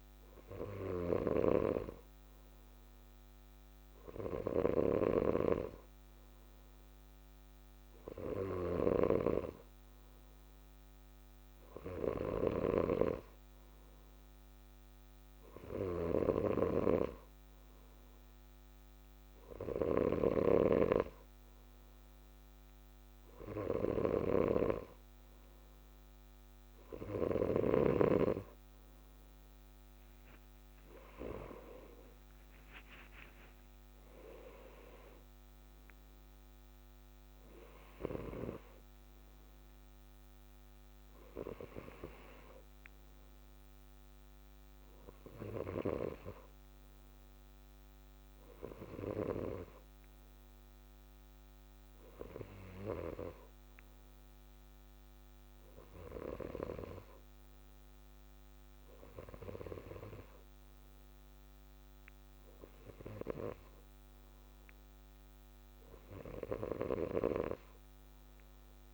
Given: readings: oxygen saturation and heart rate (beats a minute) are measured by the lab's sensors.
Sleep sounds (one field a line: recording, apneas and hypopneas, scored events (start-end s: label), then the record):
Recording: breathing in sleep by a microphone on the trachea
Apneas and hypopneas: none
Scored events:
4.50-27.50 s: snoring (device-marked)
From the record:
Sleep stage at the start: N2 (light sleep)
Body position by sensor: on the left side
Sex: male